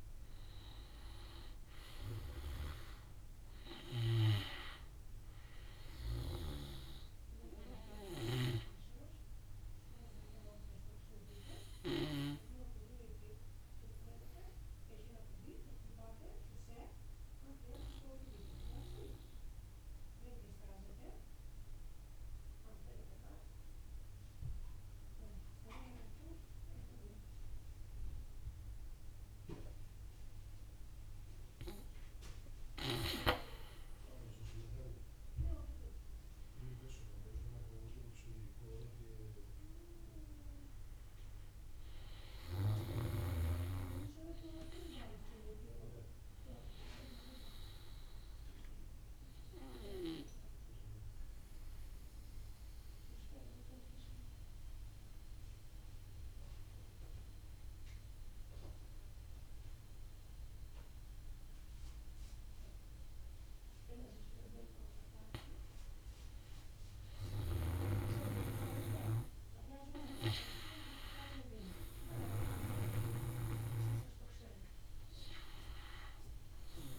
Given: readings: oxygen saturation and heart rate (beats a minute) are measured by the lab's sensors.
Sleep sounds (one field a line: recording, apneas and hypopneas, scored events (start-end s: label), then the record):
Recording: breathing in sleep by a room microphone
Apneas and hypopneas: 2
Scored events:
0.00-16.00 s: oxygen desaturation (device-marked, oxygen 87% lowest, heart rate 54 extreme)
6.00-23.00 s: drop in pulse transit time (device-marked, heart rate 56 before, 54 extreme)
11.00-32.50 s: obstructive apnea (oxygen 96% before, 85% lowest, heart rate 58 before, 50 extreme, up 12 after)
32.00-49.00 s: oxygen desaturation (device-marked, oxygen 97% before, 85% lowest, heart rate 58 before, 50 extreme)
34.50-37.50 s: arousal
49.00-64.00 s: obstructive apnea (oxygen 97% before, 86% lowest, heart rate 58 before, 54 extreme, up 5 after)
64.00-76.99 s: oxygen desaturation (device-marked, oxygen 97% before, 88% lowest, heart rate 54 before, 55 extreme)
66.50-69.00 s: arousal
From the record:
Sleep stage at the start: N2 (light sleep)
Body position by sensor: on the back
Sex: male